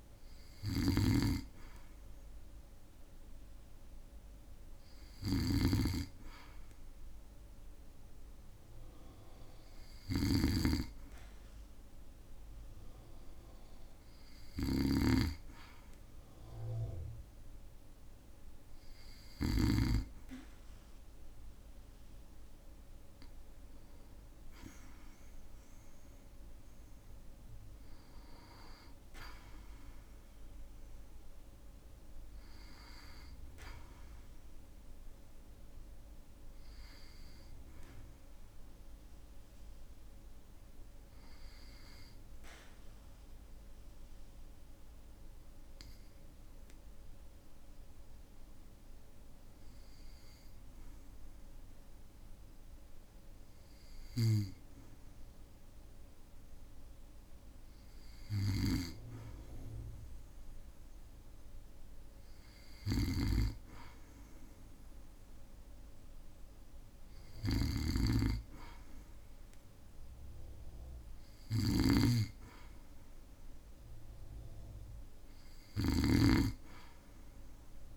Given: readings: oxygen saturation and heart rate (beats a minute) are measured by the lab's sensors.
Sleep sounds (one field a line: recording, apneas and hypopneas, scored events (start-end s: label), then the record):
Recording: breathing in sleep by a room microphone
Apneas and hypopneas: 1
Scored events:
0.00-19.50 s: snoring (device-marked)
43.00-57.00 s: obstructive apnea (oxygen 97% before, 95% lowest, heart rate 58 before, 49 extreme, up 2 after)
58.00-77.97 s: snoring (device-marked)
59.50-62.50 s: arousal
From the record:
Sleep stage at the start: N2 (light sleep)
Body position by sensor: on the back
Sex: male